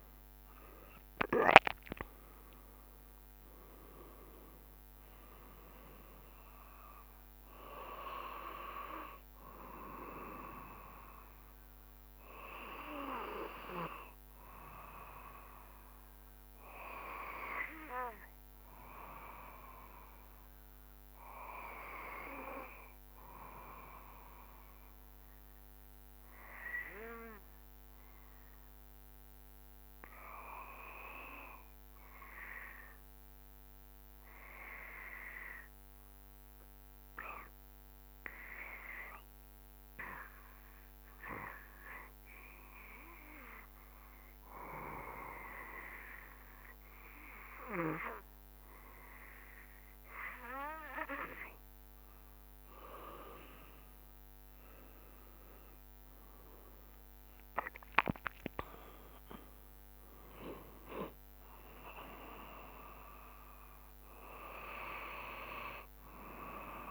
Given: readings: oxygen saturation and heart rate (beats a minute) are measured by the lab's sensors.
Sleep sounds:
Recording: breathing in sleep by a microphone on the trachea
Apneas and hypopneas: 1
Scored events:
0.00-3.00 s: arousal
0.00-11.00 s: drop in pulse transit time (device-marked, heart rate 71 extreme)
0.00-17.00 s: oxygen desaturation (device-marked, oxygen 89% lowest, heart rate 66 extreme)
11.50-51.50 s: obstructive apnea (oxygen 95% before, 89% lowest, heart rate 73 before, 65 extreme, up 7 after)
54.00-66.00 s: drop in pulse transit time (device-marked, heart rate 68 before, 71 extreme)
56.00-60.00 s: arousal
From the record:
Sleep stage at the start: N2 (light sleep)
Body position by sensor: on the back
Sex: male

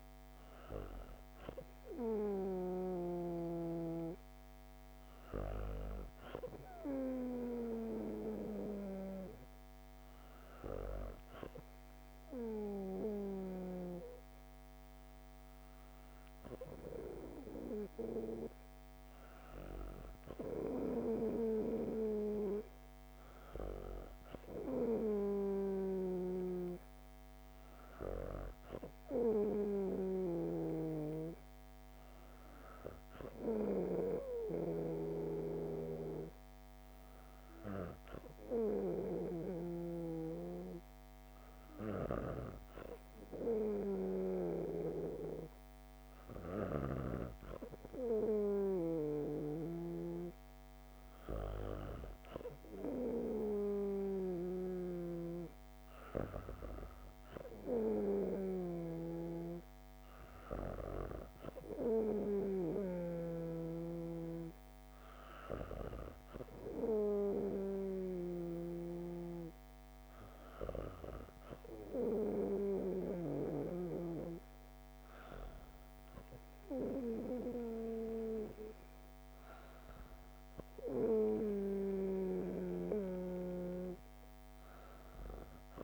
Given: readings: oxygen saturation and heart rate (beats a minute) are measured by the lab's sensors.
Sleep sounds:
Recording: breathing in sleep by a microphone on the trachea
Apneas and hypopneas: none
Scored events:
0.00-3.00 s: snoring (device-marked)
25.50-34.50 s: snoring (device-marked)
58.00-63.00 s: snoring (device-marked)
82.00-85.84 s: snoring (device-marked)
From the record:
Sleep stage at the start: N2 (light sleep)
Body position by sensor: on the back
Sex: female

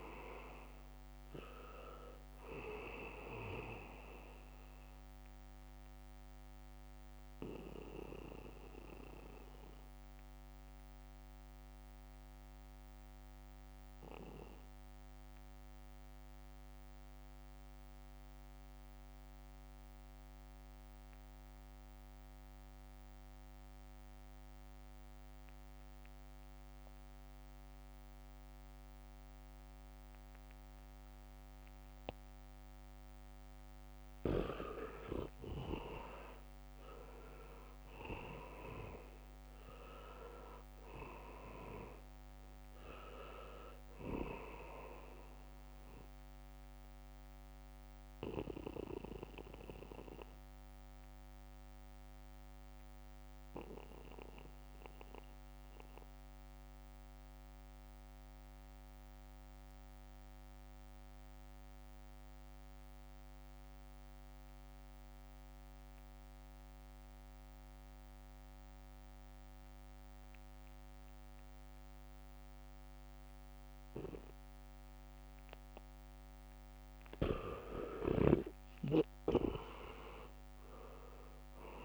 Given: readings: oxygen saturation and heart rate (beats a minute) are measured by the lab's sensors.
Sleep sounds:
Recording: breathing in sleep by a microphone on the trachea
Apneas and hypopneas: 2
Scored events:
0.00-4.00 s: leg movement (device-marked)
0.00-19.50 s: oxygen desaturation (device-marked, oxygen 84% lowest, heart rate 65 extreme)
5.00-33.00 s: mixed apnea (oxygen 97% before, 82% lowest, heart rate 68 before, 65 extreme, up 1 after)
30.50-62.50 s: oxygen desaturation (device-marked, oxygen 99% before, 82% lowest, heart rate 69 before, 64 extreme)
35.00-39.00 s: arousal
49.00-77.00 s: mixed apnea (oxygen 99% before, 81% lowest, heart rate 67 before, 64 extreme, up 1 after)
71.00-72.50 s: leg movement (device-marked)
72.50-81.85 s: oxygen desaturation (device-marked, oxygen 99% before, 81% lowest, heart rate 71 before, 63 extreme)
79.00-81.85 s: arousal
From the record:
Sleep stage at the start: N2 (light sleep)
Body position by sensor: on the back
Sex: male

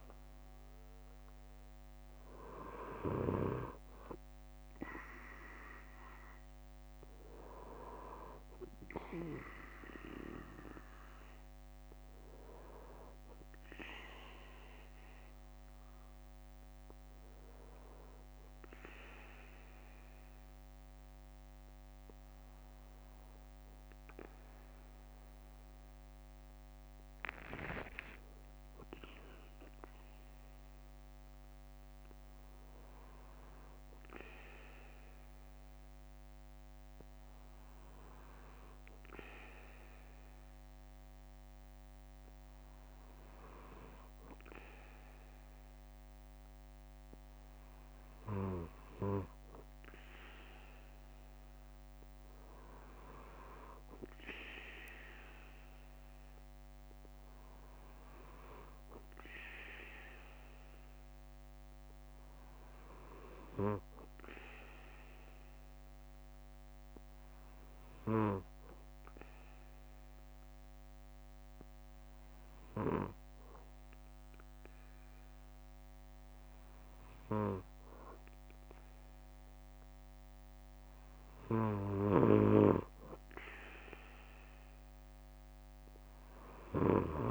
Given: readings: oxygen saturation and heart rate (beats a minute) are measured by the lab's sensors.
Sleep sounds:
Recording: breathing in sleep by a microphone on the trachea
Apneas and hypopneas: 2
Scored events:
3.00-5.00 s: bradycardia (device-marked, heart rate 59 before, 60 extreme)
7.00-9.00 s: bradycardia (device-marked, heart rate 59 before, 59 extreme)
11.00-48.00 s: bradycardia (device-marked, heart rate 59 before, 55 extreme)
14.00-26.50 s: obstructive apnea (oxygen 96% before, 94% lowest, heart rate 61 before, 55 extreme, up 3 after)
27.50-31.50 s: arousal
58.50-61.50 s: arousal
63.00-65.00 s: bradycardia (device-marked, heart rate 59 before, 61 extreme)
64.50-78.00 s: obstructive apnea (oxygen 97% before, 94% lowest, heart rate 60 before, 49 extreme, up 0 after)
70.00-83.00 s: bradycardia (device-marked, heart rate 59 before, 49 extreme)
79.00-82.00 s: arousal
From the record:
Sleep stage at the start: N2 (light sleep)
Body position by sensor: on the back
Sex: male

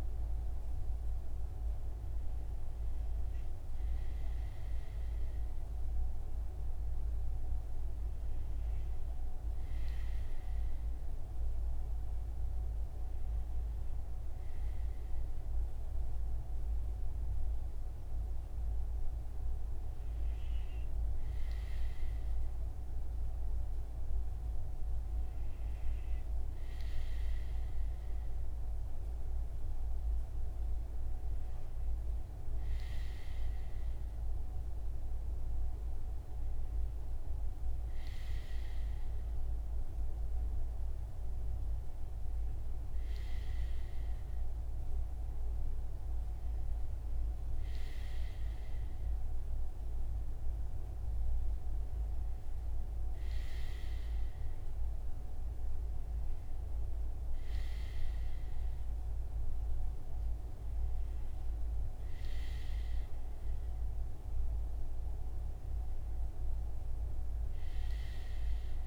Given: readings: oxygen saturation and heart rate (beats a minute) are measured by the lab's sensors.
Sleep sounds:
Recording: breathing in sleep, hard to hear, by a room microphone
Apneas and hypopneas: none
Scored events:
none scored
From the record:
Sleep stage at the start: REM sleep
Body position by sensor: on the front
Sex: male

